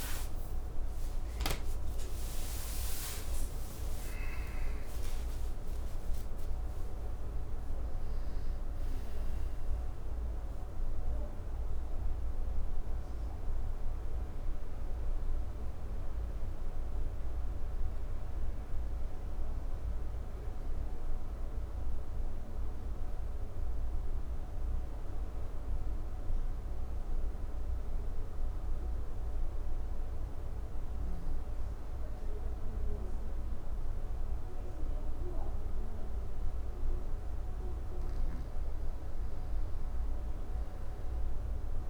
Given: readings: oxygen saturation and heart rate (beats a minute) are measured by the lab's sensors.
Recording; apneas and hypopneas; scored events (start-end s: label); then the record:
a person partly awake in a sleep study, hard to hear, by a room microphone; 1
4.50-41.90 s: new sleep stage, N2 (light sleep)
22.50-37.50 s: obstructive apnea (oxygen 97% before, 93% lowest, heart rate 81 before, 62 extreme, up 7 after)
40.00-41.90 s: arousal
From the record:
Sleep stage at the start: awake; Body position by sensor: on the back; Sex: male